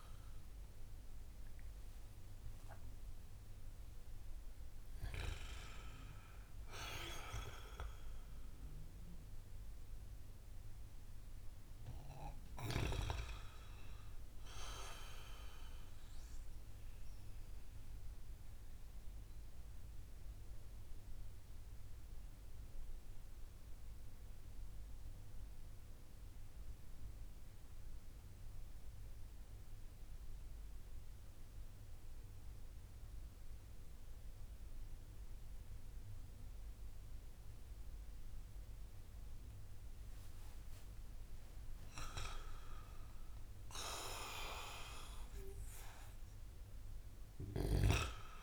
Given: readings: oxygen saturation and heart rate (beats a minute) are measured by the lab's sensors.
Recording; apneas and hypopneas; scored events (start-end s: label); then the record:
breathing in sleep by a room microphone; 1
0.00-13.00 s: oxygen desaturation (device-marked, oxygen 93% lowest)
13.50-16.50 s: arousal
17.50-41.50 s: mixed apnea (oxygen 97% before, 91% lowest)
38.00-48.42 s: oxygen desaturation (device-marked, oxygen 97% before, 92% lowest)
43.00-48.00 s: arousal
From the record:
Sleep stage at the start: N2 (light sleep); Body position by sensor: on the back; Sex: male